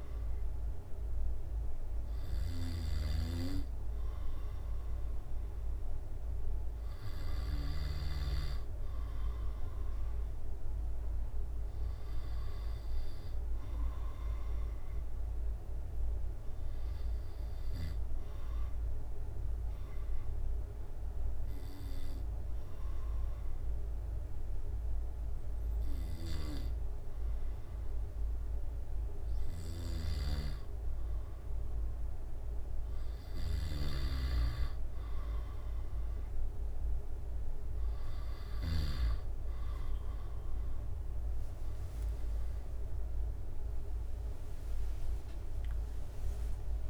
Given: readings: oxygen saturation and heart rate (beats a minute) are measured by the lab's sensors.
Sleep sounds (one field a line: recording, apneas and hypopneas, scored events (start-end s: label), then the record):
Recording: breathing in sleep by a room microphone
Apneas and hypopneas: 1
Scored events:
0.00-3.50 s: snoring (device-marked)
3.50-8.00 s: arousal
12.00-23.00 s: drop in pulse transit time (device-marked, heart rate 67 before, 68 extreme)
14.50-30.00 s: obstructive apnea (oxygen 97% before, 94% lowest, heart rate 67 before, 67 extreme, up 2 after)
30.00-34.00 s: snoring (device-marked)
42.00-44.00 s: long interval between heartbeats (device-marked, heart rate 68 before, 88 extreme)
42.00-46.90 s: drop in pulse transit time (device-marked, heart rate 68 before, 88 extreme)
From the record:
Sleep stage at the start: N2 (light sleep)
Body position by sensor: on the back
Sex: male